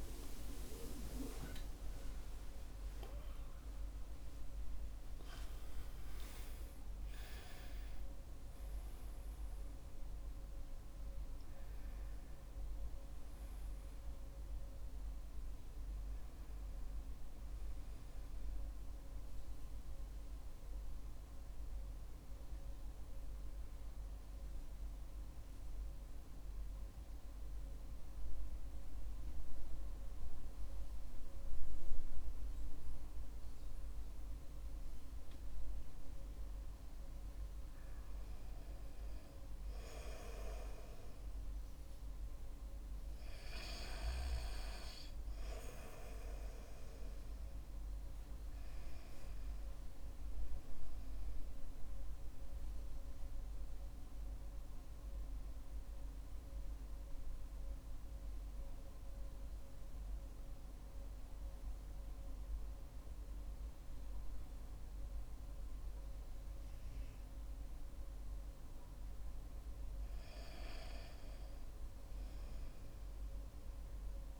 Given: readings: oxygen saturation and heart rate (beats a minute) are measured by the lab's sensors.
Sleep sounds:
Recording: breathing in sleep by a room microphone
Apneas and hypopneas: 2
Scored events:
0.00-5.00 s: arousal
0.00-21.00 s: oxygen desaturation (device-marked, oxygen 89% lowest, heart rate 52 extreme)
25.00-36.00 s: obstructive apnea (oxygen 93% before, 88% lowest, heart rate 71 before, 49 extreme, up 14 after)
29.00-38.00 s: oxygen desaturation (device-marked, oxygen 91% before, 88% lowest, heart rate 71 before, 49 extreme)
40.00-44.00 s: arousal
58.50-69.50 s: central apnea (oxygen 98% before, 95% lowest, heart rate 57 before, 49 extreme, up 8 after)
70.50-73.50 s: arousal
From the record:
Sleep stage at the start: N2 (light sleep)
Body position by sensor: on the back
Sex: male

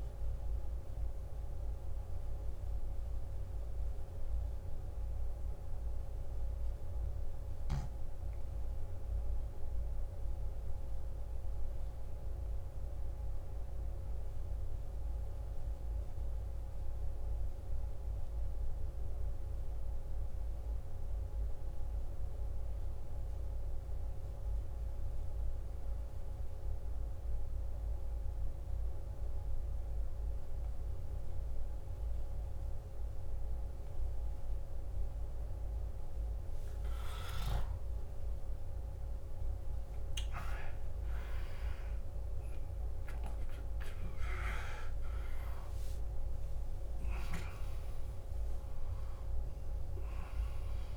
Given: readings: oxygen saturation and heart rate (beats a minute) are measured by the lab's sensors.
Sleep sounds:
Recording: breathing in sleep, hard to hear, by a room microphone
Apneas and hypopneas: 1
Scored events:
0.00-11.00 s: oxygen desaturation (device-marked, oxygen 90% lowest, heart rate 51 extreme)
11.00-36.00 s: obstructive apnea (oxygen 96% before, 90% lowest, heart rate 56 before, 52 extreme, up 14 after)
27.00-50.97 s: oxygen desaturation (device-marked, oxygen 97% before, 90% lowest, heart rate 53 before, 48 extreme)
37.00-41.00 s: arousal
From the record:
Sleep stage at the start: N2 (light sleep)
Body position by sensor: on the left side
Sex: male

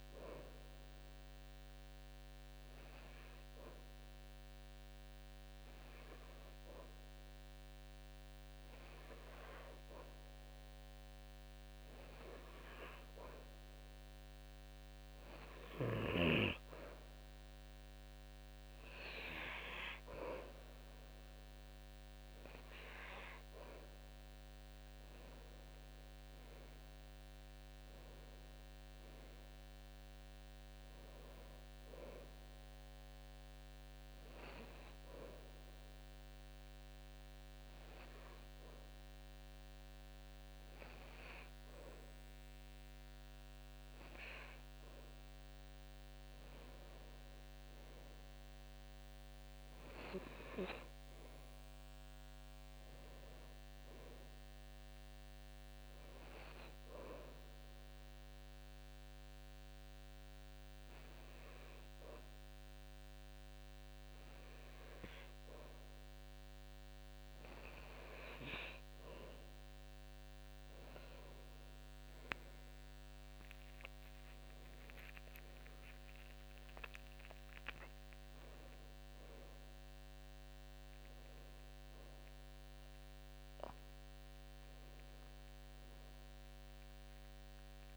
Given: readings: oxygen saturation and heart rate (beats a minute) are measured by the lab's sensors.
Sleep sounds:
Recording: breathing in sleep by a microphone on the trachea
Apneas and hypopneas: 3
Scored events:
2.00-13.50 s: hypopnea (oxygen 99% before, 94% lowest, heart rate 82 before, 73 extreme, up 3 after)
16.50-19.50 s: arousal
34.00-45.00 s: hypopnea (oxygen 97% before, 94% lowest, heart rate 77 before, 76 extreme, up 5 after)
46.50-49.50 s: arousal
56.50-68.00 s: hypopnea (oxygen 97% before, 93% lowest, heart rate 78 before, 76 extreme, up 7 after)
72.50-77.00 s: arousal
From the record:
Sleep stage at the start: N2 (light sleep)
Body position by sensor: on the back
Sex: male

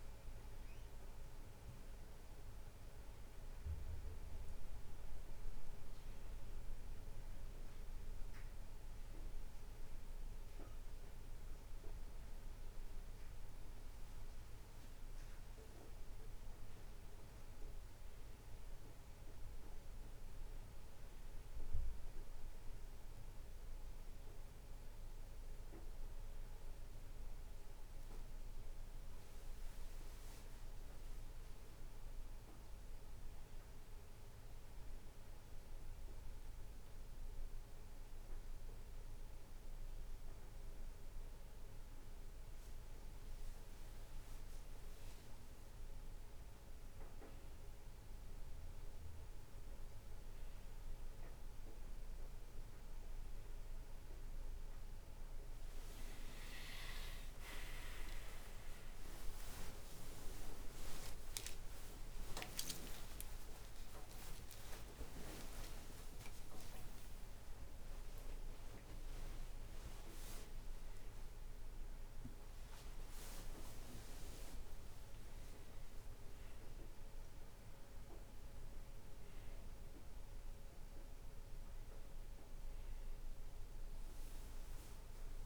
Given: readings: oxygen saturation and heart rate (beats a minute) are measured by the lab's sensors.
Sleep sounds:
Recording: a person partly awake in a sleep study, by a room microphone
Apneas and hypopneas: none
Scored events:
49.50-79.50 s: new sleep stage, awake
59.50-64.50 s: tachycardia (device-marked, heart rate 77 before, 109 extreme)
79.50-85.46 s: new sleep stage, N1 (lightest sleep)
From the record:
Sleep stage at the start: N1 (lightest sleep)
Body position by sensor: on the back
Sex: male

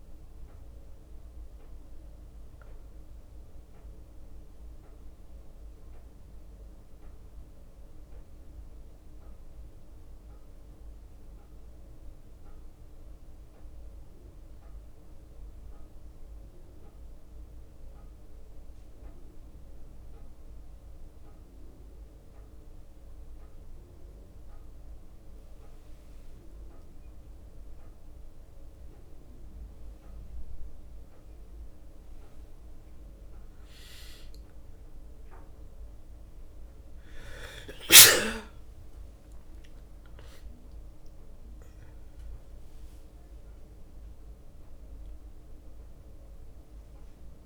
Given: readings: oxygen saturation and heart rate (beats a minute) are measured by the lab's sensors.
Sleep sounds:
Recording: a person awake in a sleep study, hard to hear, by a room microphone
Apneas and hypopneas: none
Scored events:
0.00-6.50 s: leg movement (device-marked)
0.00-31.00 s: bradycardia (device-marked, heart rate 57 extreme)
22.00-47.46 s: new sleep stage, awake
25.50-27.00 s: leg movement (device-marked)
32.00-33.00 s: leg movement (device-marked)
37.00-41.00 s: leg movement (device-marked)
38.00-40.00 s: long interval between heartbeats (device-marked, heart rate 59 before, 98 extreme)
39.00-41.00 s: tachycardia (device-marked, heart rate 65 before, 100 extreme)
From the record:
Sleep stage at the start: N1 (lightest sleep)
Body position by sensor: on the back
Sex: male

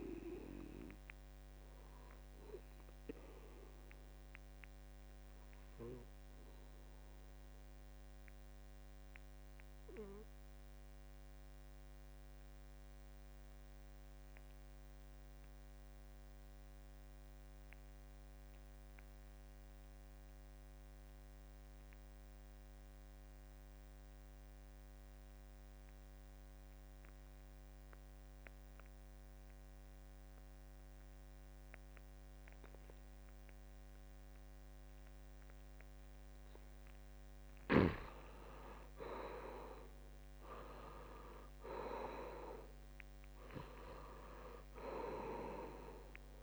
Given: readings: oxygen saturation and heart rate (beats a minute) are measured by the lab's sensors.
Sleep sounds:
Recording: breathing in sleep by a microphone on the trachea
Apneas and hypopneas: 1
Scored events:
0.00-11.50 s: oxygen desaturation (device-marked, oxygen 73% lowest, heart rate 67 extreme)
4.00-36.50 s: obstructive apnea (oxygen 87% before, 73% lowest, heart rate 78 before, 66 extreme, up 7 after)
23.50-46.43 s: oxygen desaturation (device-marked, oxygen 97% before, 75% lowest, heart rate 69 before, 64 extreme)
27.00-29.00 s: long interval between heartbeats (device-marked, heart rate 70 before, 73 extreme)
39.50-43.00 s: arousal
From the record:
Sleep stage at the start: N2 (light sleep)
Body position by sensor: on the back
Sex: male

